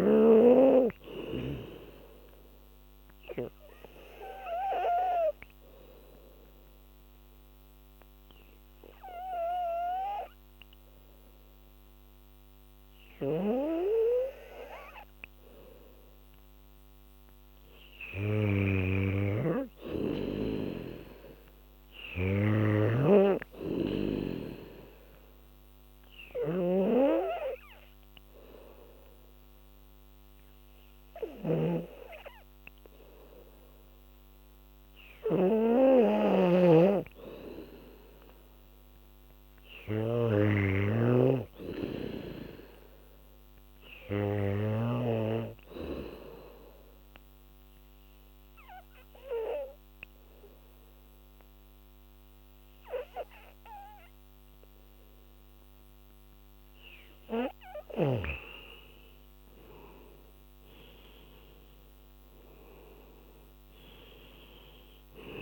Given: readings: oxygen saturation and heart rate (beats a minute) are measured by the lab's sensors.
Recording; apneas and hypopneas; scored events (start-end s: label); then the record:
breathing in sleep by a microphone on the trachea; 3
3.00-16.00 s: obstructive apnea (oxygen 96% before, 87% lowest, heart rate 83 before, 75 extreme, up 7 after)
17.50-20.50 s: arousal
19.00-45.00 s: snoring (device-marked)
21.00-33.00 s: oxygen desaturation (device-marked, oxygen 98% before, 90% lowest, heart rate 78 before, 79 extreme)
24.50-37.00 s: obstructive apnea (oxygen 98% before, 87% lowest, heart rate 77 before, 79 extreme, up 4 after)
39.00-42.50 s: arousal
39.00-52.00 s: oxygen desaturation (device-marked, oxygen 97% before, 93% lowest, heart rate 81 before, 76 extreme)
47.00-57.50 s: obstructive apnea (oxygen 97% before, 87% lowest, heart rate 82 before, 76 extreme, up 10 after)
59.50-62.50 s: arousal
63.00-65.42 s: oxygen desaturation (device-marked, oxygen 96% before, 87% lowest, heart rate 84 before, 76 extreme)
From the record:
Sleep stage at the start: N2 (light sleep); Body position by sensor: on the back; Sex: female